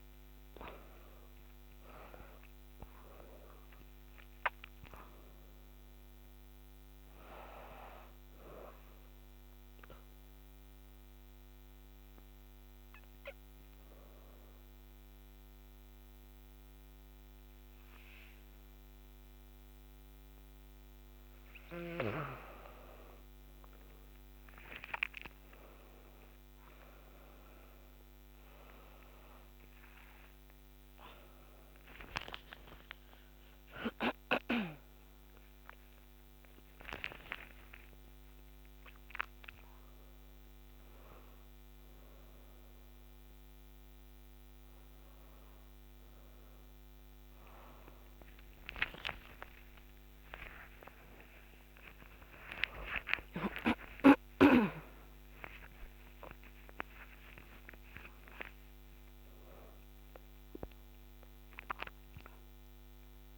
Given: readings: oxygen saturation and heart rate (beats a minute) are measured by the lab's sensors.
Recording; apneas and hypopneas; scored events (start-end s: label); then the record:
a person partly awake in a sleep study, by a microphone on the trachea; 1
0.00-2.50 s: arousal
9.50-22.00 s: hypopnea (oxygen 99% before, 94% lowest, heart rate 99 before, 56 extreme, up 24 after)
28.00-43.00 s: oxygen desaturation (device-marked, oxygen 98% before, 94% lowest, heart rate 66 before, 73 extreme)
42.00-63.38 s: new sleep stage, awake
From the record:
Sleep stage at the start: N2 (light sleep); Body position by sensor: on the back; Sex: female